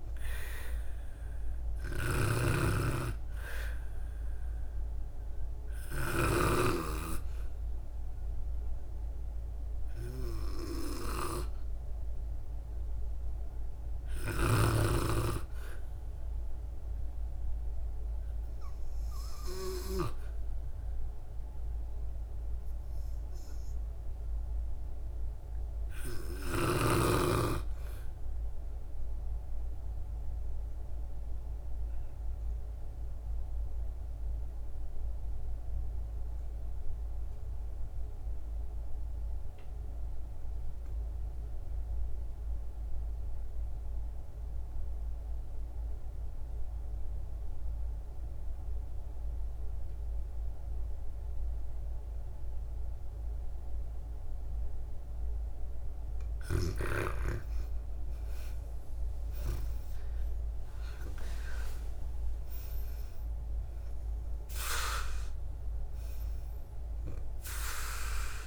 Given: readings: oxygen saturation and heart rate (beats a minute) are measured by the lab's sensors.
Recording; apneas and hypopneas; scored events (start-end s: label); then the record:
breathing in sleep by a room microphone; 1
0.00-21.50 s: oxygen desaturation (device-marked, oxygen 82% lowest, heart rate 57 extreme)
2.00-6.50 s: snoring (device-marked)
27.00-30.00 s: arousal
32.00-55.00 s: obstructive apnea (oxygen 97% before, 80% lowest, heart rate 67 before, 53 extreme, up 16 after)
46.50-68.47 s: new sleep stage, REM sleep
48.50-68.47 s: oxygen desaturation (device-marked, oxygen 95% before, 80% lowest, heart rate 63 before, 53 extreme)
58.00-63.00 s: arousal
From the record:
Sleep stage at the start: N2 (light sleep); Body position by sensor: on the back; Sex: female